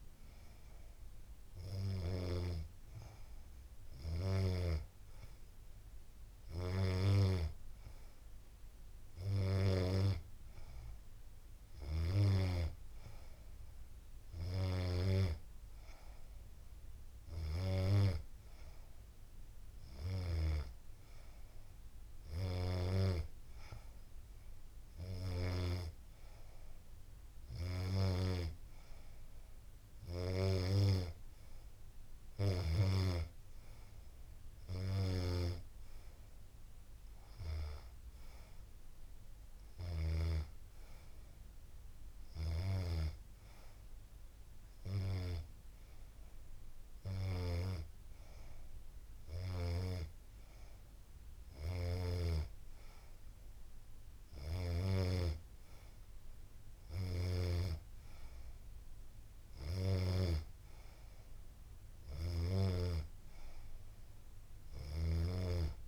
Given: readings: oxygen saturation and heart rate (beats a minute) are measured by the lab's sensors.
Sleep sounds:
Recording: breathing in sleep by a room microphone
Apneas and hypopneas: none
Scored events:
none scored
From the record:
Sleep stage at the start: N2 (light sleep)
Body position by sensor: on the back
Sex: female

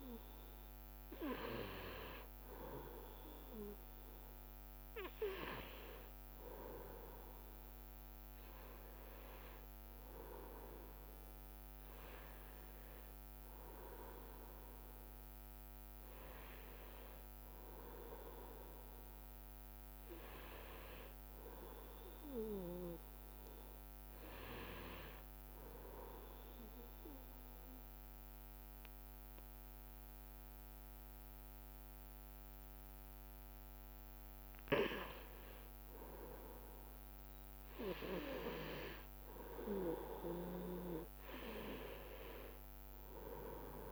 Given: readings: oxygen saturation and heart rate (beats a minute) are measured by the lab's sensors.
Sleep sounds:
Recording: breathing in sleep by a microphone on the trachea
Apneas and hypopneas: 1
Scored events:
8.00-19.00 s: drop in pulse transit time (device-marked, heart rate 67 before, 67 extreme)
21.00-24.50 s: arousal
26.50-37.00 s: obstructive apnea (oxygen 96% before, 91% lowest, heart rate 69 before, 64 extreme, up 1 after)
41.50-43.92 s: arousal
From the record:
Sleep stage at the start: N1 (lightest sleep)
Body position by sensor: on the right side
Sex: male

